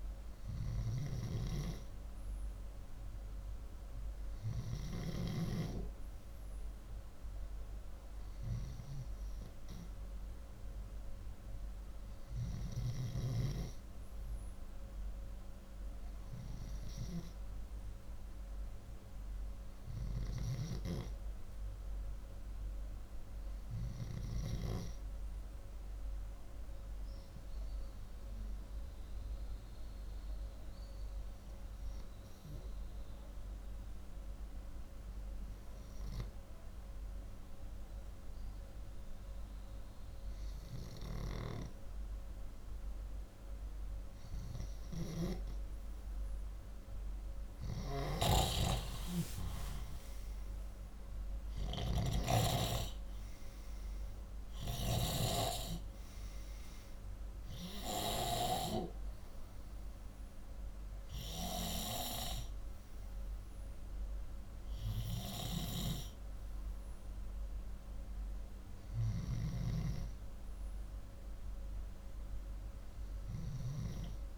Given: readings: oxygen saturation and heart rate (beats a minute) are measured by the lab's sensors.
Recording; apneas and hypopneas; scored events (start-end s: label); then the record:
breathing in sleep by a room microphone; 1
0.50-4.50 s: snoring (device-marked)
18.50-21.50 s: arousal
28.00-43.00 s: obstructive apnea (oxygen 96% before, 92% lowest, heart rate 149 before, 56 extreme, up 10 after)
47.50-51.00 s: arousal
47.50-58.00 s: snoring (device-marked)
From the record:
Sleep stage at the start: N2 (light sleep); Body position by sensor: upright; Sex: male